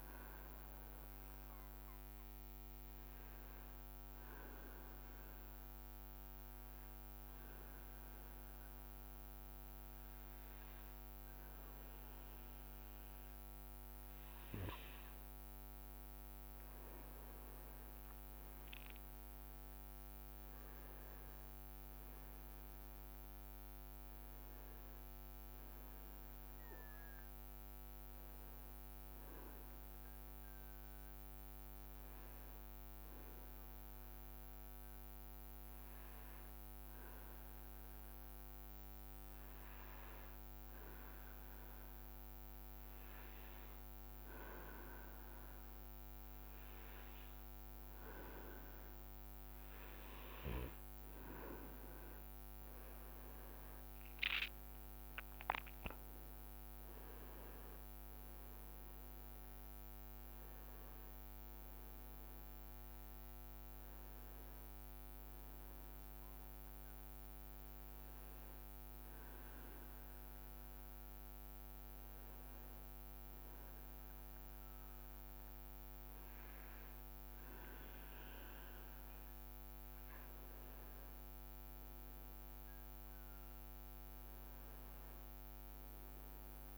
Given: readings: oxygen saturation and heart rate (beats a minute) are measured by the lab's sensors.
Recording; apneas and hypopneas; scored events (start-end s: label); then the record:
breathing in sleep, hard to hear, by a microphone on the trachea; 3
4.50-16.00 s: obstructive apnea (oxygen 96% before, 94% lowest, heart rate 68 before, 62 extreme, up 6 after)
19.00-22.50 s: arousal
19.00-36.00 s: oxygen desaturation (device-marked, oxygen 98% before, 94% lowest, heart rate 63 before, 62 extreme)
35.00-50.50 s: hypopnea (oxygen 98% before, 94% lowest, heart rate 65 before, 61 extreme, up 9 after)
37.50-38.50 s: leg movement (device-marked)
50.00-73.00 s: oxygen desaturation (device-marked, oxygen 98% before, 94% lowest, heart rate 64 before, 61 extreme)
53.00-57.50 s: arousal
68.00-78.50 s: hypopnea (oxygen 98% before, 93% lowest, heart rate 67 before, 61 extreme, up 6 after)
81.00-85.00 s: arousal
From the record:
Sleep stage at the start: N2 (light sleep); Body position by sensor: on the back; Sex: male